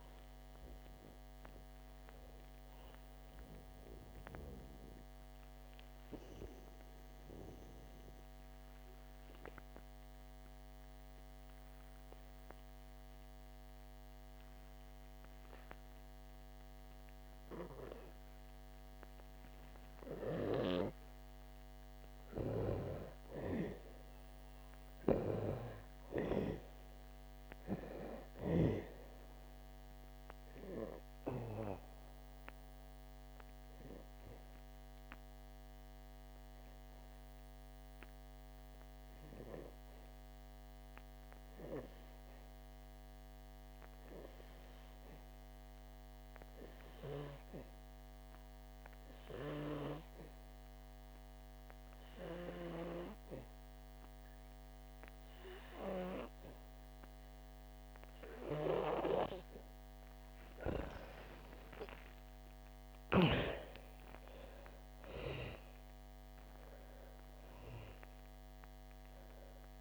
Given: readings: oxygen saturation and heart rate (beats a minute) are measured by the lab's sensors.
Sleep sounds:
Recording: breathing in sleep by a microphone on the trachea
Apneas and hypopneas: 2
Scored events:
0.00-19.50 s: oxygen desaturation (device-marked, oxygen 85% lowest)
6.50-22.50 s: obstructive apnea (oxygen 97% before, 85% lowest, heart rate 63 before, 34 extreme, up 28 after)
24.50-28.00 s: arousal
26.50-44.50 s: oxygen desaturation (device-marked, oxygen 98% before, 90% lowest, heart rate 51 before, 60 extreme)
30.50-59.50 s: obstructive apnea (oxygen 98% before, 84% lowest, heart rate 65 before, 59 extreme, up 30 after)
51.50-69.81 s: oxygen desaturation (device-marked, oxygen 97% before, 84% lowest, heart rate 77 before, 59 extreme)
61.50-66.50 s: arousal
From the record:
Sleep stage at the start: N2 (light sleep)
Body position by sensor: on the back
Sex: female

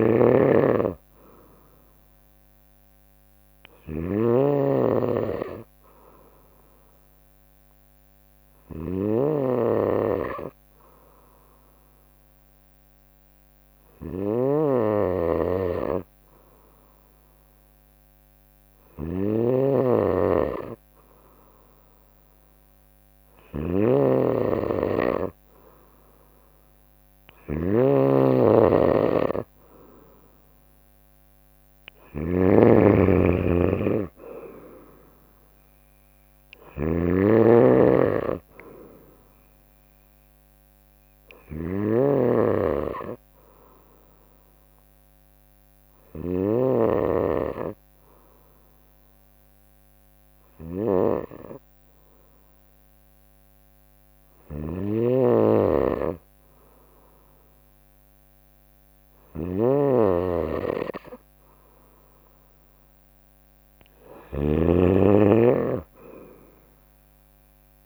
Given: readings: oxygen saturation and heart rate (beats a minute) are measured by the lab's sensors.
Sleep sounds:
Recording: breathing in sleep by a microphone on the trachea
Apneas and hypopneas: 2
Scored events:
0.00-67.86 s: snoring (device-marked)
4.00-19.50 s: hypopnea (oxygen 95% before, 92% lowest, heart rate 61 before, 61 extreme, up 1 after)
23.00-26.50 s: arousal
28.50-30.50 s: long interval between heartbeats (device-marked, heart rate 62 before, 70 extreme)
29.50-40.50 s: drop in pulse transit time (device-marked, heart rate 62 before, 63 extreme)
37.00-39.00 s: long interval between heartbeats (device-marked, heart rate 65 before, 82 extreme)
41.00-43.00 s: long interval between heartbeats (device-marked, heart rate 69 before, 90 extreme)
43.00-59.00 s: hypopnea (oxygen 94% before, 92% lowest, heart rate 72 before, 61 extreme, up 15 after)
58.50-60.50 s: long interval between heartbeats (device-marked, heart rate 72 before, 71 extreme)
61.50-66.00 s: arousal
63.50-65.50 s: long interval between heartbeats (device-marked, heart rate 69 before, 72 extreme)
From the record:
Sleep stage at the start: N2 (light sleep)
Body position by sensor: on the right side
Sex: female

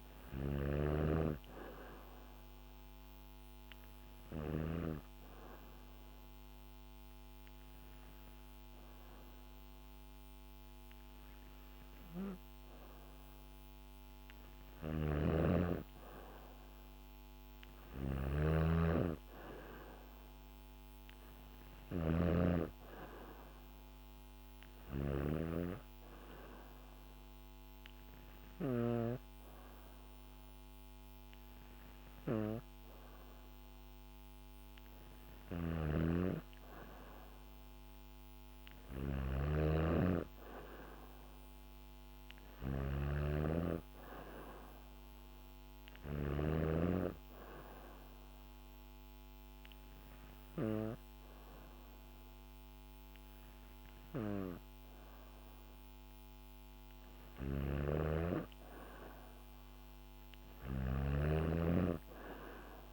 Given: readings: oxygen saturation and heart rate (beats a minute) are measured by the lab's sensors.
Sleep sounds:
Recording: breathing in sleep by a microphone on the trachea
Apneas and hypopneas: 3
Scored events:
0.00-4.00 s: snoring (device-marked)
2.50-13.50 s: hypopnea (oxygen 96% before, 92% lowest, heart rate 70 before, 69 extreme, up 0 after)
14.00-28.50 s: snoring (device-marked)
15.50-19.00 s: arousal
24.50-36.00 s: hypopnea (oxygen 95% before, 92% lowest, heart rate 70 before, 70 extreme, up 3 after)
35.00-46.00 s: snoring (device-marked)
37.50-40.50 s: arousal
46.00-57.00 s: hypopnea (oxygen 95% before, 92% lowest, heart rate 72 before, 68 extreme, up 2 after)
56.50-62.93 s: snoring (device-marked)
59.50-62.00 s: arousal
From the record:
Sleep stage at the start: N2 (light sleep)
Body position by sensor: on the back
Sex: female

